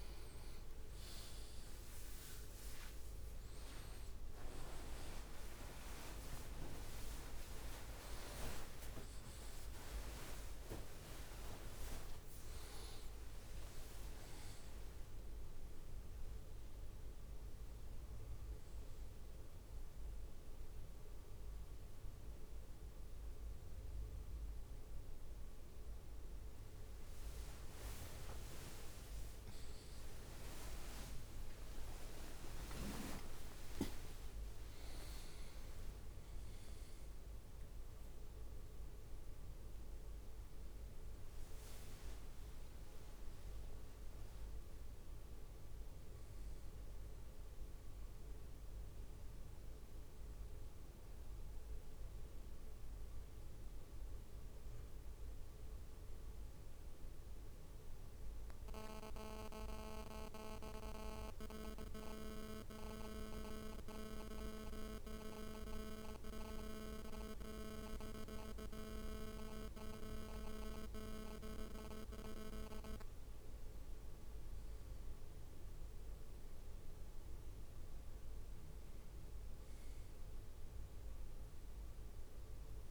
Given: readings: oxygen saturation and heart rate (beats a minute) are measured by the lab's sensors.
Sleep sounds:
a person partly awake in a sleep study, by a room microphone; none
1.00-3.50 s: leg movement (device-marked)
6.00-8.00 s: leg movement (device-marked)
8.00-10.00 s: long interval between heartbeats (device-marked)
9.00-13.00 s: leg movement (device-marked)
10.50-12.50 s: long interval between heartbeats (device-marked)
13.50-15.50 s: long interval between heartbeats (device-marked)
13.50-20.50 s: leg movement (device-marked)
21.50-23.50 s: leg movement (device-marked)
25.00-34.50 s: leg movement (device-marked)
29.50-82.91 s: new sleep stage, N1 (lightest sleep)
35.00-37.50 s: leg movement (device-marked)
41.00-45.50 s: leg movement (device-marked)
From the record:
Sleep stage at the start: awake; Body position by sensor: on the right side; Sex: male

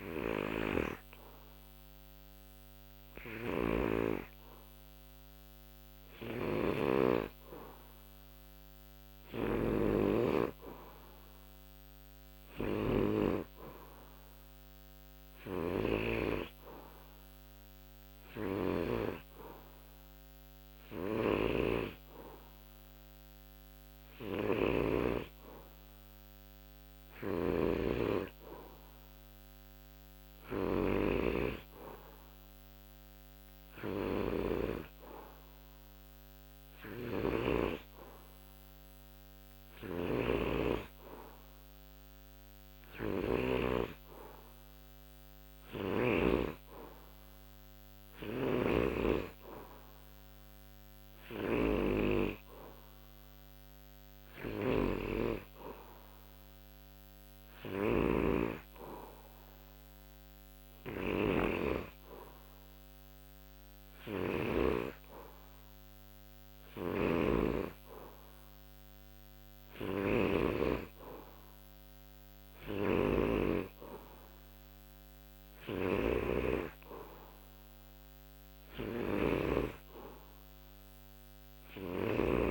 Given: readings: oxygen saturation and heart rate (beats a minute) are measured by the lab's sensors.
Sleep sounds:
breathing in sleep by a microphone on the trachea; none
0.00-6.00 s: oxygen desaturation (device-marked, oxygen 97% before, 92% lowest, heart rate 52 before, 59 extreme)
0.00-19.00 s: snoring (device-marked)
15.00-27.00 s: oxygen desaturation (device-marked, oxygen 94% before, 91% lowest, heart rate 59 before, 56 extreme)
21.00-43.50 s: snoring (device-marked)
48.00-64.50 s: snoring (device-marked)
66.50-82.50 s: snoring (device-marked)
From the record:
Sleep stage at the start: N2 (light sleep); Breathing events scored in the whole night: 169 in 4.0 hours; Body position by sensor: on the back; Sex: male

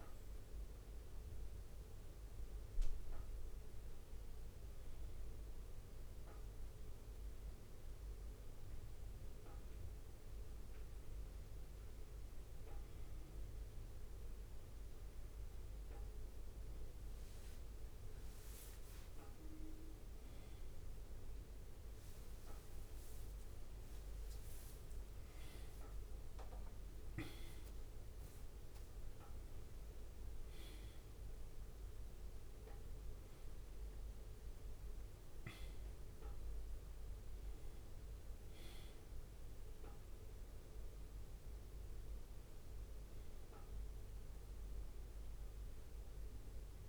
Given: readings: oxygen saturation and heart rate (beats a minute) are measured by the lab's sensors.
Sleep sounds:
breathing in sleep, hard to hear, by a room microphone; none
0.00-19.50 s: bradycardia (device-marked, heart rate 58 extreme)
1.00-4.50 s: arousal
29.50-33.50 s: arousal
40.50-46.89 s: bradycardia (device-marked, heart rate 59 before, 57 extreme)
From the record:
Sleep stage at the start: N2 (light sleep); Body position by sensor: on the back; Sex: male

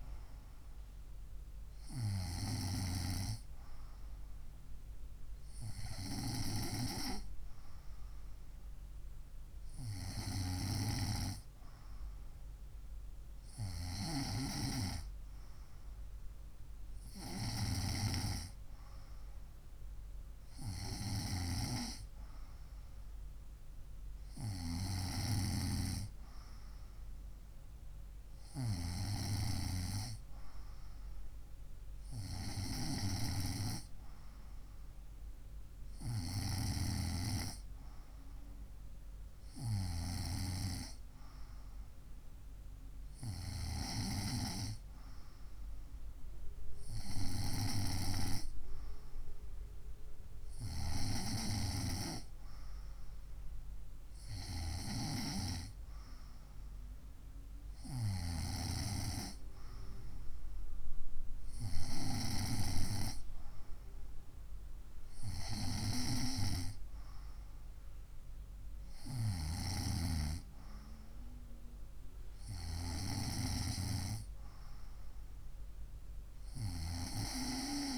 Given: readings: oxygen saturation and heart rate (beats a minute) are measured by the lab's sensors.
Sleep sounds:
breathing in sleep by a room microphone; none
none scored
From the record:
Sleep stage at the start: N2 (light sleep); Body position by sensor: on the right side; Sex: female

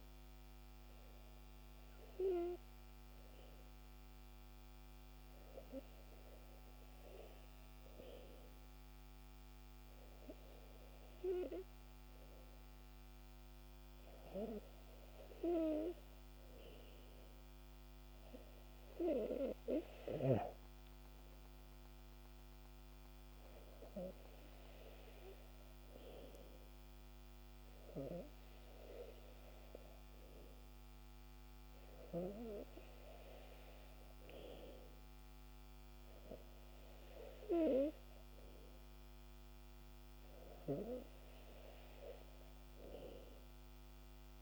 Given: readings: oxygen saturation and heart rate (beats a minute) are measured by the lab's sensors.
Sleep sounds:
breathing in sleep by a microphone on the trachea; none
none scored
From the record:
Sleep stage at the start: N2 (light sleep); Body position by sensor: on the back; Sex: male

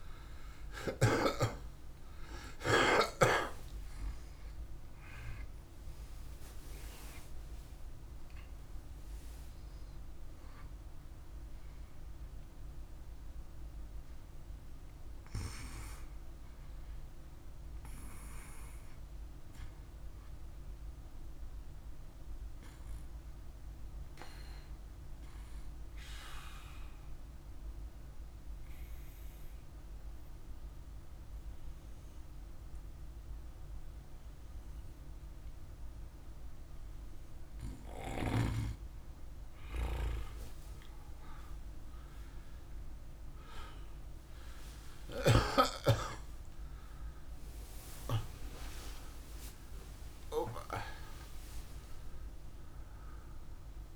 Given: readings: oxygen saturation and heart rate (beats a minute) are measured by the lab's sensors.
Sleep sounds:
breathing in sleep by a room microphone; 1
0.00-2.00 s: arousal
2.00-12.00 s: oxygen desaturation (device-marked, oxygen 97% before, 94% lowest, heart rate 48 before, 49 extreme)
25.50-37.00 s: obstructive apnea (oxygen 97% before, 96% lowest, heart rate 55 before, 49 extreme, up 3 after)
43.50-48.50 s: arousal
From the record:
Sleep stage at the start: N2 (light sleep); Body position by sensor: on the back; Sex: male

